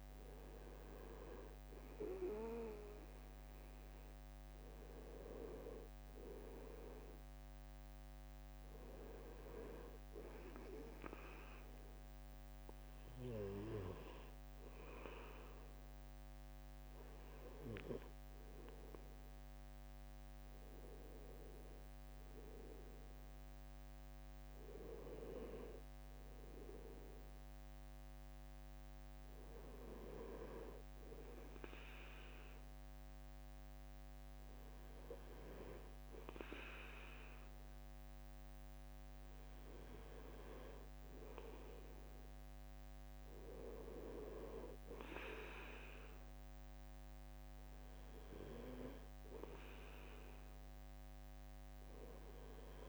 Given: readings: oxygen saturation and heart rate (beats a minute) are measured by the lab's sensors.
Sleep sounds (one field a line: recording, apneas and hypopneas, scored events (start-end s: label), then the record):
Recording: breathing in sleep by a microphone on the trachea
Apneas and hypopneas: 1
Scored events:
9.50-22.00 s: hypopnea (oxygen 95% before, 94% lowest, heart rate 70 before, 66 extreme)
23.50-27.00 s: arousal
From the record:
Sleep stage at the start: N2 (light sleep)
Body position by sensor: on the right side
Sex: male